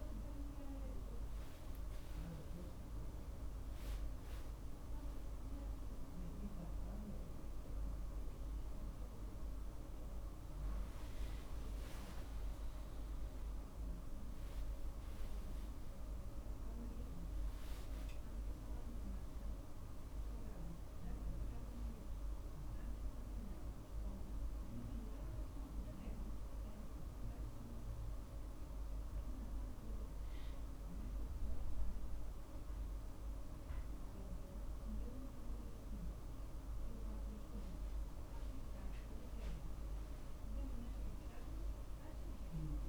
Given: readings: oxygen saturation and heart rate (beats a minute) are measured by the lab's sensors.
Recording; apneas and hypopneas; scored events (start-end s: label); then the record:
a person awake in a sleep study, hard to hear, by a room microphone; none
0.00-10.00 s: drop in pulse transit time (device-marked, heart rate 53 extreme)
2.00-4.00 s: long interval between heartbeats (device-marked, heart rate 60 before, 70 extreme)
14.50-16.50 s: long interval between heartbeats (device-marked, heart rate 66 before, 59 extreme)
From the record:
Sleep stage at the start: awake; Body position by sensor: on the right side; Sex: male